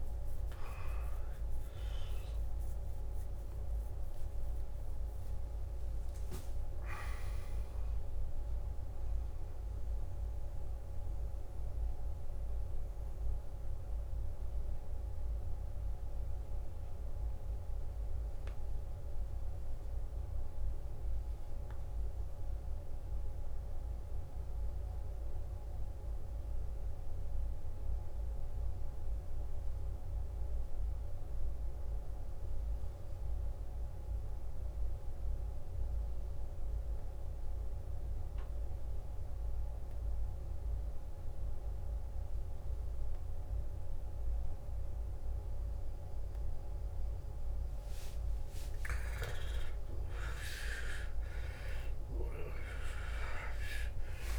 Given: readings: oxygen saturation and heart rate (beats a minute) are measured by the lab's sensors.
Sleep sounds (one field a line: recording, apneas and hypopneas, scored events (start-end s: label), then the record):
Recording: breathing in sleep by a room microphone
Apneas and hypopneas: 1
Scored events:
7.00-9.00 s: long interval between heartbeats (device-marked, heart rate 61 before, 80 extreme)
11.00-47.50 s: mixed apnea (oxygen 98% before, 87% lowest, heart rate 66 before, 52 extreme, up 13 after)
36.50-54.39 s: oxygen desaturation (device-marked, oxygen 99% before, 87% lowest, heart rate 53 before, 55 extreme)
48.50-54.39 s: arousal
From the record:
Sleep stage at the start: N2 (light sleep)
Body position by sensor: on the back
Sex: male